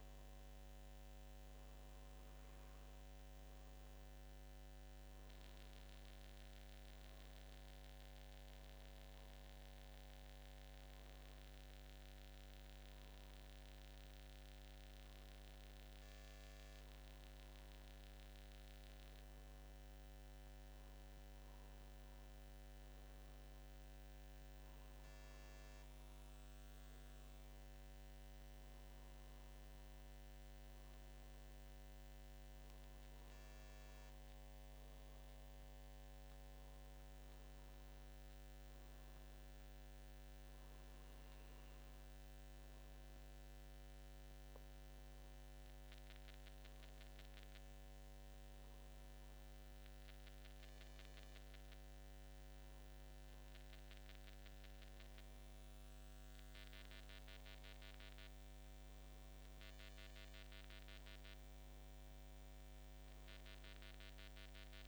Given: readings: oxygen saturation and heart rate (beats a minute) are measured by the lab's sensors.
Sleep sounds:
breathing in sleep, hard to hear, by a microphone on the trachea; none
30.50-35.00 s: arousal
From the record:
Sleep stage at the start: N1 (lightest sleep); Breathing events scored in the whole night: 12 in 4.4 hours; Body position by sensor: on the back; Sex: male

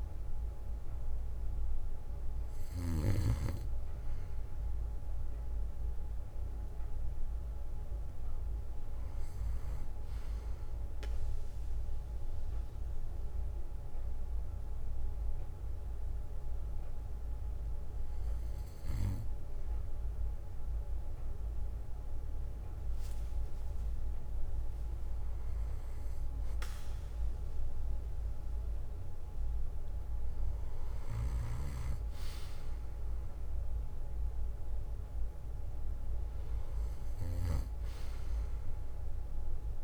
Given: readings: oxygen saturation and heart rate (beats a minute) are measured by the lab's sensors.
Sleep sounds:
breathing in sleep by a room microphone; 1
1.00-4.00 s: bradycardia (device-marked, heart rate 63 before, 58 extreme)
5.00-16.00 s: bradycardia (device-marked, heart rate 63 before, 54 extreme)
8.00-23.00 s: oxygen desaturation (device-marked, oxygen 95% before, 92% lowest, heart rate 62 before, 50 extreme)
10.00-24.50 s: hypopnea (oxygen 96% before, 92% lowest, heart rate 61 before, 50 extreme, up 4 after)
18.00-39.84 s: new sleep stage, N2 (light sleep)
26.50-31.00 s: arousal
29.00-31.00 s: bradycardia (device-marked, heart rate 63 before, 62 extreme)
33.00-39.84 s: bradycardia (device-marked, heart rate 63 before, 50 extreme)
From the record:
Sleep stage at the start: REM sleep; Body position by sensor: on the back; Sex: male

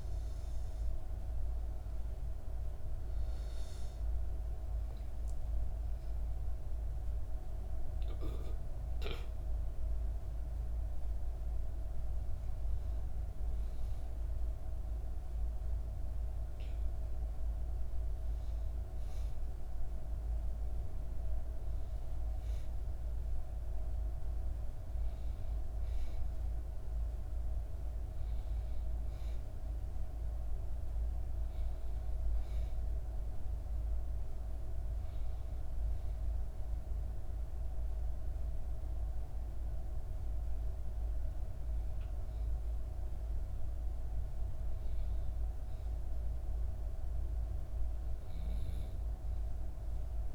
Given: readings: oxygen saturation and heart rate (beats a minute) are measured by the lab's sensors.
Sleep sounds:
breathing in sleep, hard to hear, by a room microphone; none
none scored
From the record:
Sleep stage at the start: N2 (light sleep); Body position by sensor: on the back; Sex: female

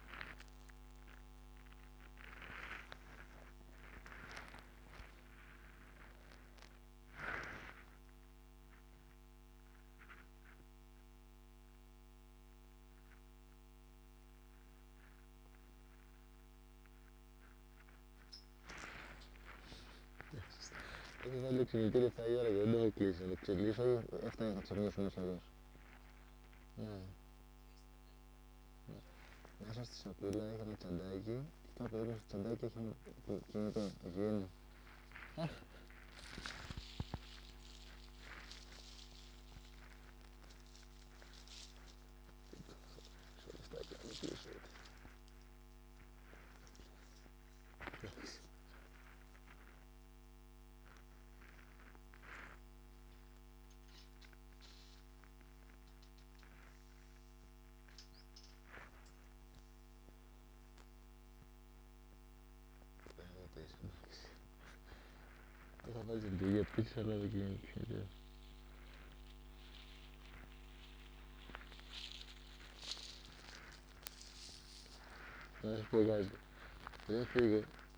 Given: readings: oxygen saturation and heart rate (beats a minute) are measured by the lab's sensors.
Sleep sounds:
a person awake in a sleep study, by a microphone on the trachea; none
none scored
From the record:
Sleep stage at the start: awake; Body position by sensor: on the right side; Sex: male

